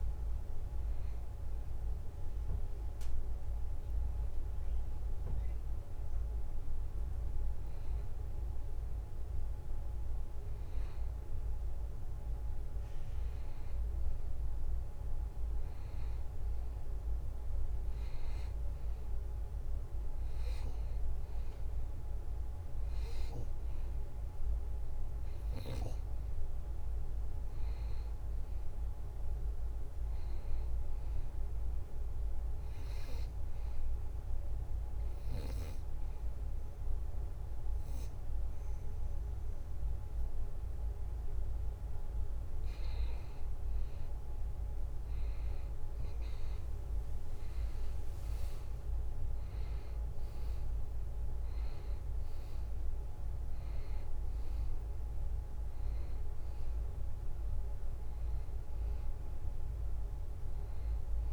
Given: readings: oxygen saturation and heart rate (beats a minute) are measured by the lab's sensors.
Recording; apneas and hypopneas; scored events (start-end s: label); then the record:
breathing in sleep, hard to hear, by a room microphone; 2
0.00-9.00 s: oxygen desaturation (device-marked, oxygen 89% lowest, heart rate 71 extreme)
0.50-11.50 s: hypopnea (oxygen 94% before, 89% lowest, heart rate 73 before, 71 extreme, up 3 after)
14.50-18.50 s: arousal
31.00-42.50 s: hypopnea (oxygen 95% before, 89% lowest, heart rate 72 before, 72 extreme, up 2 after)
45.50-50.00 s: arousal
53.00-61.33 s: oxygen desaturation (device-marked, oxygen 92% before, 89% lowest, heart rate 73 before, 70 extreme)
From the record:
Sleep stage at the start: N2 (light sleep); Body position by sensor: on the back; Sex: male